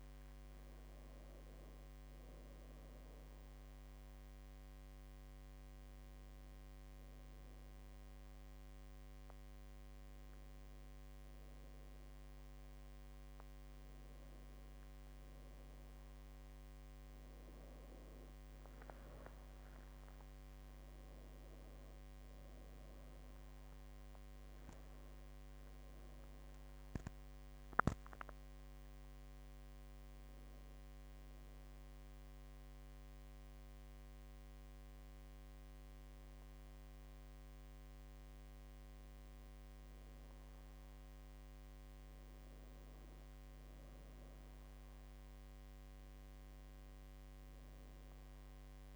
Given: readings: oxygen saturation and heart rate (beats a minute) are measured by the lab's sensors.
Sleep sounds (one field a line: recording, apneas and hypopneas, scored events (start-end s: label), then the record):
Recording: breathing in sleep, hard to hear, by a microphone on the trachea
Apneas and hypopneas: none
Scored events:
17.00-21.00 s: tachycardia (device-marked, heart rate 75 before, 101 extreme)
21.00-25.50 s: arousal
From the record:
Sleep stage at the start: N1 (lightest sleep)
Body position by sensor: on the back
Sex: female